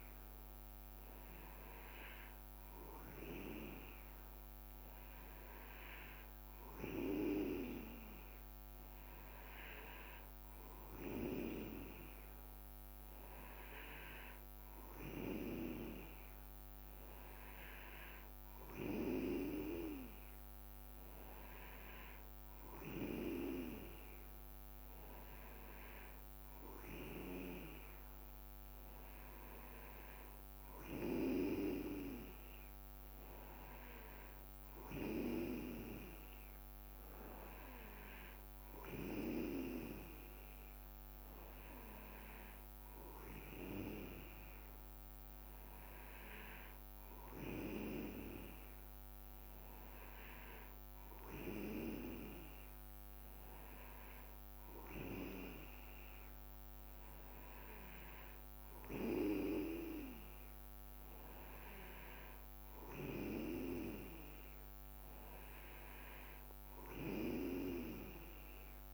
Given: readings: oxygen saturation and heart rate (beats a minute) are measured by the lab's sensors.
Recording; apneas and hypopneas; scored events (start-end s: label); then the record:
breathing in sleep by a microphone on the trachea; none
none scored
From the record:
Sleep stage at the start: N2 (light sleep); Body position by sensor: on the back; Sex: male